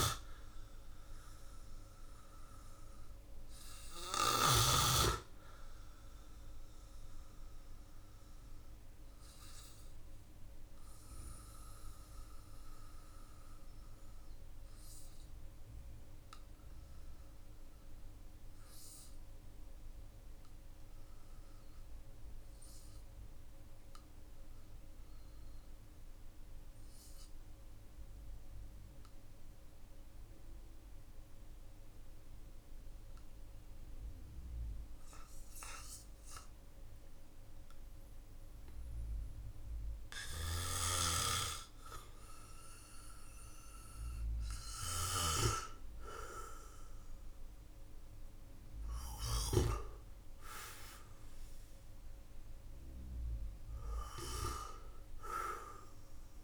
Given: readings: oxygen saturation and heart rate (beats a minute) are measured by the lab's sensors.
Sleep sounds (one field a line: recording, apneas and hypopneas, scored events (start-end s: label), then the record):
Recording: breathing in sleep by a room microphone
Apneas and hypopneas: 1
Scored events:
1.50-31.50 s: oxygen desaturation (device-marked, oxygen 99% before, 93% lowest, heart rate 51 before, 43 extreme)
6.50-37.50 s: obstructive apnea (oxygen 99% before, 93% lowest, heart rate 49 before, 39 extreme, up 8 after)
41.00-47.50 s: arousal
From the record:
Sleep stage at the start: N2 (light sleep)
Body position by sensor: on the back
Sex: male